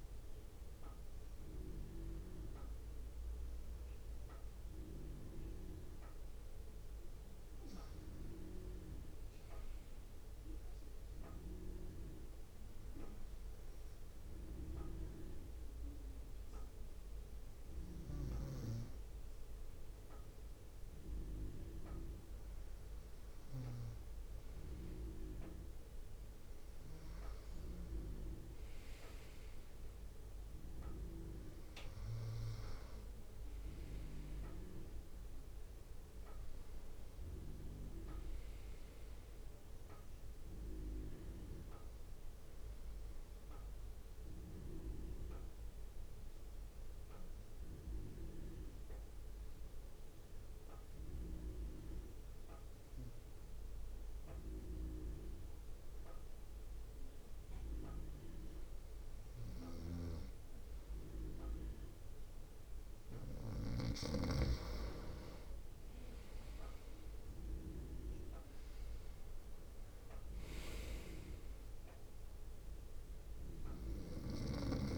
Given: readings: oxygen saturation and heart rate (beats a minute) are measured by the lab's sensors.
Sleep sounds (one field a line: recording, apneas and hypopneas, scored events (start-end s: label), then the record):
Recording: breathing in sleep by a room microphone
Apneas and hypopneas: 2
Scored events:
8.00-11.50 s: arousal
13.50-25.50 s: obstructive apnea (oxygen 95% before, 92% lowest, heart rate 59 before, 56 extreme, up 4 after)
29.50-33.50 s: arousal
44.00-59.00 s: obstructive apnea (oxygen 95% before, 92% lowest, heart rate 60 before, 51 extreme, up 2 after)
66.50-74.97 s: drop in pulse transit time (device-marked, heart rate 57 before, 51 extreme)
67.50-72.00 s: arousal
70.50-74.97 s: oxygen desaturation (device-marked, oxygen 96% before, 92% lowest, heart rate 57 before, 53 extreme)
From the record:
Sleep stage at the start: N2 (light sleep)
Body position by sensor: on the front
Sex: male